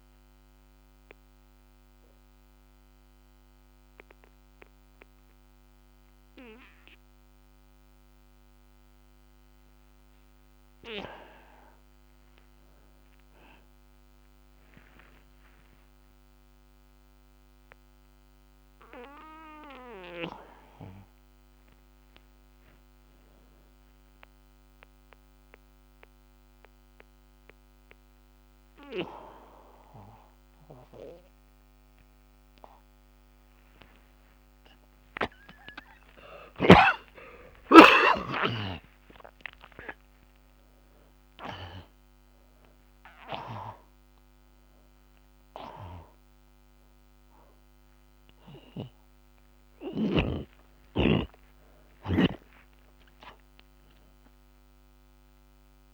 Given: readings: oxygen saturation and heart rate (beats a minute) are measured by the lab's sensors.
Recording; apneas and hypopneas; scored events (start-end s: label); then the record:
breathing in sleep by a microphone on the trachea; 2
0.50-12.00 s: central apnea (oxygen 96% before, 84% lowest)
8.00-19.00 s: oxygen desaturation (device-marked, oxygen 95% before, 86% lowest)
13.50-17.00 s: arousal
25.50-35.50 s: hypopnea (oxygen 96% before, 84% lowest)
29.00-37.00 s: oxygen desaturation (device-marked, oxygen 94% before, 89% lowest)
36.50-40.50 s: arousal
49.00-55.94 s: oxygen desaturation (device-marked, oxygen 90% before, 84% lowest)
From the record:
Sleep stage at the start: N2 (light sleep); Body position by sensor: on the back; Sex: male